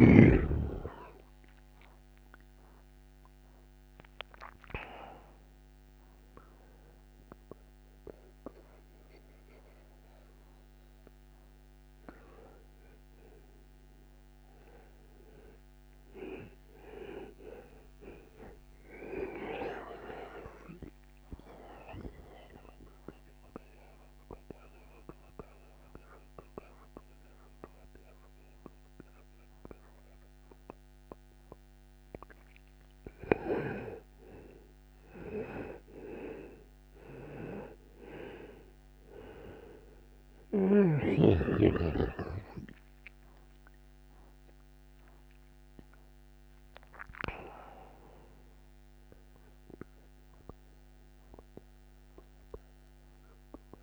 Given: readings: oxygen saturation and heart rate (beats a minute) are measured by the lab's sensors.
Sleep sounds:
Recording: breathing in sleep by a microphone on the trachea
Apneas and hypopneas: 1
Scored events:
0.00-2.00 s: arousal
16.00-25.00 s: oxygen desaturation (device-marked, oxygen 98% before, 94% lowest, heart rate 68 before, 65 extreme)
22.50-33.00 s: central apnea (oxygen 98% before, 95% lowest, heart rate 70 before, 65 extreme, up 18 after)
35.00-41.00 s: arousal
From the record:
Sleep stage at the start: N1 (lightest sleep)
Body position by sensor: on the right side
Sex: male

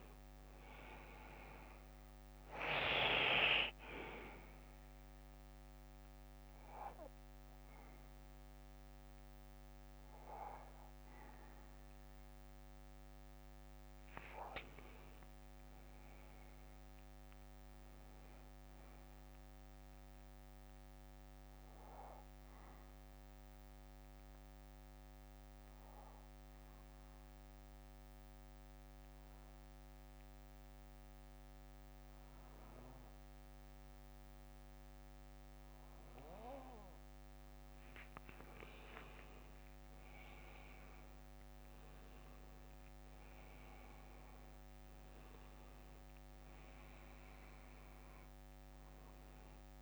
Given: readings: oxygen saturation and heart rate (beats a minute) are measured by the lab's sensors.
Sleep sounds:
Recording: breathing in sleep by a microphone on the trachea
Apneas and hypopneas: 2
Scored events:
2.50-5.50 s: bradycardia (device-marked, heart rate 62 before, 63 extreme)
2.50-22.50 s: oxygen desaturation (device-marked, oxygen 97% before, 91% lowest, heart rate 60 before, 49 extreme)
4.50-14.50 s: obstructive apnea (oxygen 98% before, 91% lowest, heart rate 61 before, 49 extreme, up 16 after)
6.50-13.50 s: bradycardia (device-marked, heart rate 62 before, 52 extreme)
16.00-19.00 s: arousal
18.50-32.50 s: bradycardia (device-marked, heart rate 62 before, 49 extreme)
21.00-38.00 s: obstructive apnea (oxygen 97% before, 91% lowest, heart rate 60 before, 49 extreme, up 23 after)
40.00-43.50 s: arousal
42.50-49.82 s: oxygen desaturation (device-marked, oxygen 98% before, 92% lowest, heart rate 58 before, 52 extreme)
From the record:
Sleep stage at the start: N2 (light sleep)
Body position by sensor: on the back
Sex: male

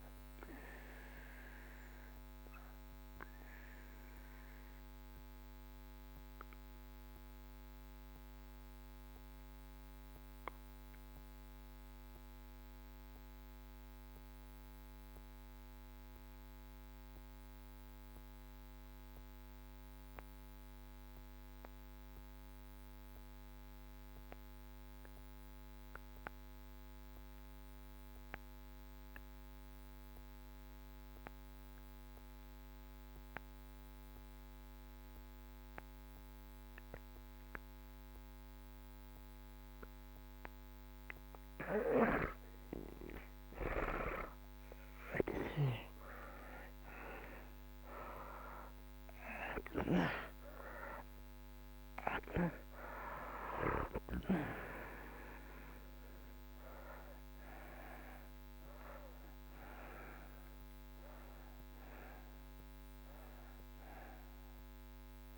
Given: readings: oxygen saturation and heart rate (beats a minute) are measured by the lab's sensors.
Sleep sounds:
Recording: breathing in sleep by a microphone on the trachea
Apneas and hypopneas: 1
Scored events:
0.00-20.00 s: oxygen desaturation (device-marked, oxygen 66% lowest)
2.50-42.00 s: mixed apnea (oxygen 90% before, 64% lowest)
21.00-65.38 s: new sleep stage, N2 (light sleep)
32.00-65.38 s: oxygen desaturation (device-marked, oxygen 97% before, 64% lowest)
44.50-49.00 s: arousal
From the record:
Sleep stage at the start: REM sleep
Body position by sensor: on the back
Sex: male

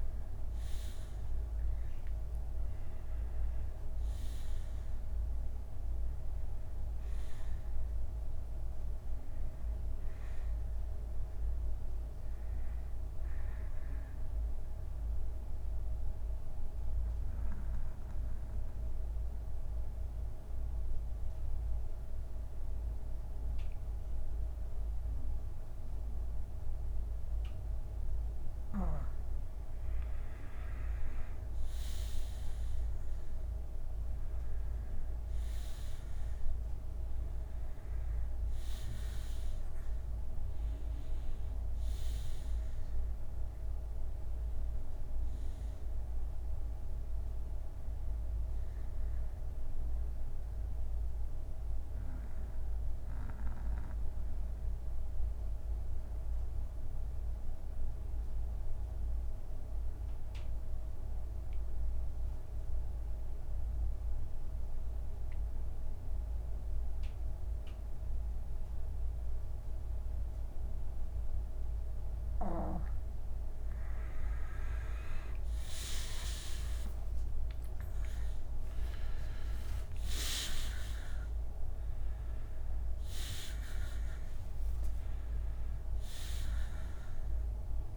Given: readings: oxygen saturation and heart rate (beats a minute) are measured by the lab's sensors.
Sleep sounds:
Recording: breathing in sleep, hard to hear, by a room microphone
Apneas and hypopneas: 2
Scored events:
0.00-15.50 s: bradycardia (device-marked, heart rate 45 extreme)
0.00-15.50 s: oxygen desaturation (device-marked, oxygen 88% lowest, heart rate 45 extreme)
14.00-29.00 s: mixed apnea (oxygen 92% before, 85% lowest, heart rate 58 before, 46 extreme, up 0 after)
27.50-35.50 s: bradycardia (device-marked, heart rate 65 before, 46 extreme)
33.50-55.50 s: oxygen desaturation (device-marked, oxygen 94% before, 87% lowest, heart rate 60 before, 45 extreme)
34.50-39.00 s: arousal
49.00-73.50 s: mixed apnea (oxygen 94% before, 85% lowest, heart rate 64 before, 45 extreme, up 20 after)
51.50-65.50 s: bradycardia (device-marked, heart rate 65 before, 45 extreme)
70.50-87.97 s: oxygen desaturation (device-marked, oxygen 95% before, 85% lowest, heart rate 56 before, 54 extreme)
76.50-81.50 s: arousal
From the record:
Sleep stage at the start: N2 (light sleep)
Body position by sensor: on the back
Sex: male

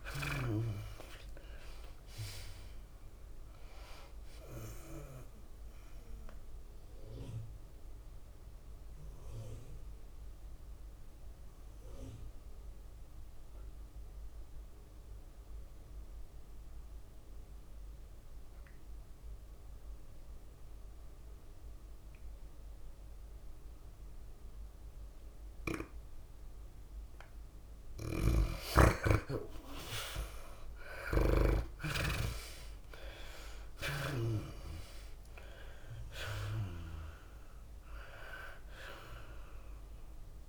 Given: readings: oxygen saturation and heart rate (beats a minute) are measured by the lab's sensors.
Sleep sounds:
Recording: breathing in sleep by a room microphone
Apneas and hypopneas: 1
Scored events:
0.00-3.50 s: arousal
0.00-11.00 s: tachycardia (device-marked, heart rate 105 extreme)
1.00-18.00 s: oxygen desaturation (device-marked, oxygen 93% before, 84% lowest, heart rate 101 before, 93 extreme)
8.50-29.00 s: mixed apnea (oxygen 97% before, 78% lowest, heart rate 102 before, 93 extreme, up 9 after)
26.00-40.49 s: oxygen desaturation (device-marked, oxygen 96% before, 79% lowest, heart rate 99 before, 94 extreme)
31.00-35.00 s: arousal
32.00-40.49 s: tachycardia (device-marked, heart rate 100 before, 106 extreme)
34.00-40.49 s: drop in pulse transit time (device-marked, heart rate 96 before, 100 extreme)
From the record:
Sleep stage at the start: N2 (light sleep)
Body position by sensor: on the back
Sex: female

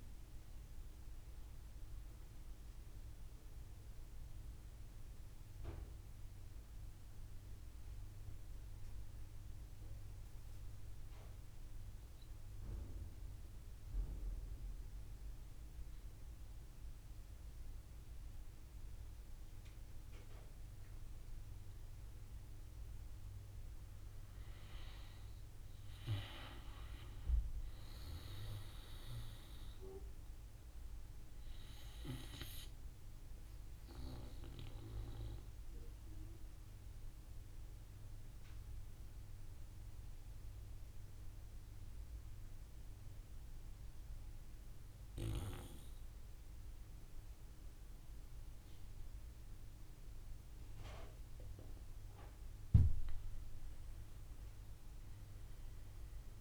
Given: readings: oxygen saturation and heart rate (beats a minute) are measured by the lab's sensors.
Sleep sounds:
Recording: breathing in sleep by a room microphone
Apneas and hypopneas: 2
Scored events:
0.00-11.50 s: oxygen desaturation (device-marked, oxygen 88% lowest, heart rate 50 extreme)
3.00-20.00 s: mixed apnea (oxygen 96% before, 87% lowest, heart rate 64 before, 52 extreme, up 5 after)
21.50-24.50 s: arousal
24.50-40.50 s: oxygen desaturation (device-marked, oxygen 98% before, 88% lowest, heart rate 53 before, 52 extreme)
31.50-51.50 s: obstructive apnea (oxygen 98% before, 85% lowest, heart rate 54 before, 52 extreme, up 8 after)
53.50-56.41 s: arousal
53.50-56.41 s: oxygen desaturation (device-marked, oxygen 96% before, 87% lowest, heart rate 54 before, 54 extreme)
From the record:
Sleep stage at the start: N2 (light sleep)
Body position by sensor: on the back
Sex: male

